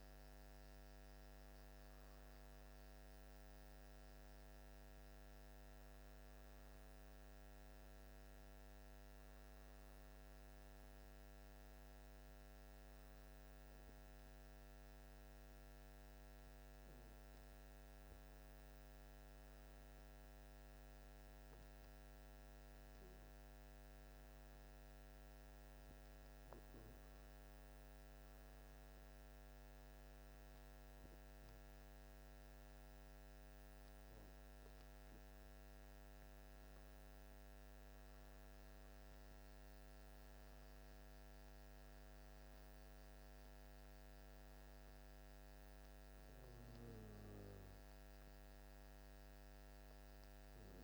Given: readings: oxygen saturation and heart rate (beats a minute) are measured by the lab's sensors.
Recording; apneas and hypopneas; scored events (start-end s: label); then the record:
breathing in sleep, hard to hear, by a microphone on the trachea; none
none scored
From the record:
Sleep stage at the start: N1 (lightest sleep); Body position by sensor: on the back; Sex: male